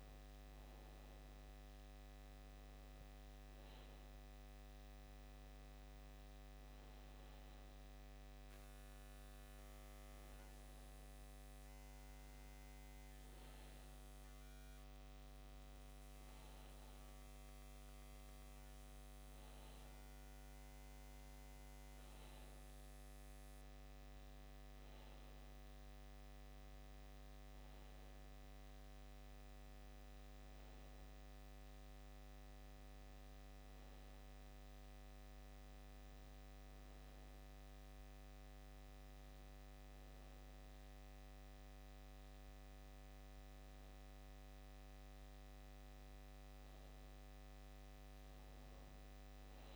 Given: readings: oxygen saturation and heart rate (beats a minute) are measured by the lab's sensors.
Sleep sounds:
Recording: breathing in sleep, hard to hear, by a microphone on the trachea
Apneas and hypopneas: none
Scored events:
none scored
From the record:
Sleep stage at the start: N2 (light sleep)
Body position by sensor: on the back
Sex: male

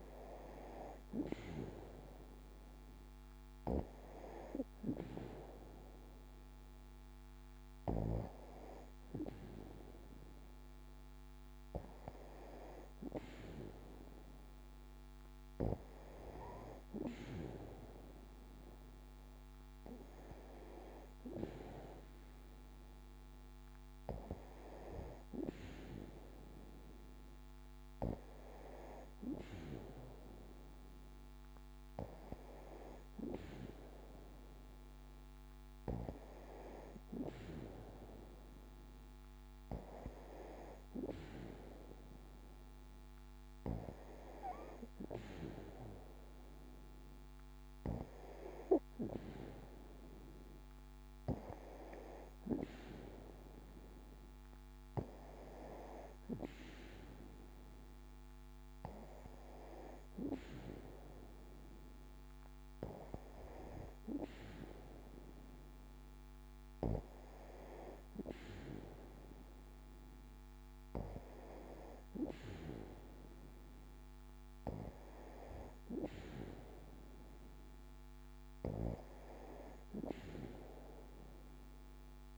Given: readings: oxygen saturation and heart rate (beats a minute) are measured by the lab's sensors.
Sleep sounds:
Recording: breathing in sleep by a microphone on the trachea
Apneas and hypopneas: none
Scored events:
none scored
From the record:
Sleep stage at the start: N2 (light sleep)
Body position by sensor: on the back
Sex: female

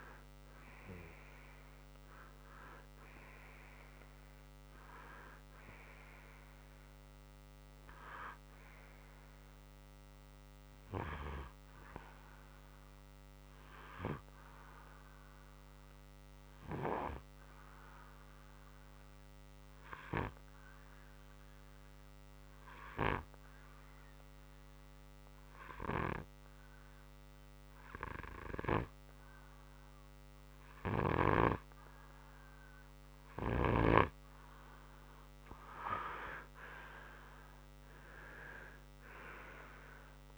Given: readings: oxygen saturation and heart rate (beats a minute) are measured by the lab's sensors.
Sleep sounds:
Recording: breathing in sleep by a microphone on the trachea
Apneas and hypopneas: 1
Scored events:
6.50-24.50 s: oxygen desaturation (device-marked, oxygen 94% before, 91% lowest, heart rate 63 before, 57 extreme)
16.50-34.50 s: obstructive apnea (oxygen 96% before, 90% lowest, heart rate 61 before, 57 extreme, up 4 after)
37.50-40.38 s: arousal
From the record:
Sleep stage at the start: N2 (light sleep)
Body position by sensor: on the right side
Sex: male

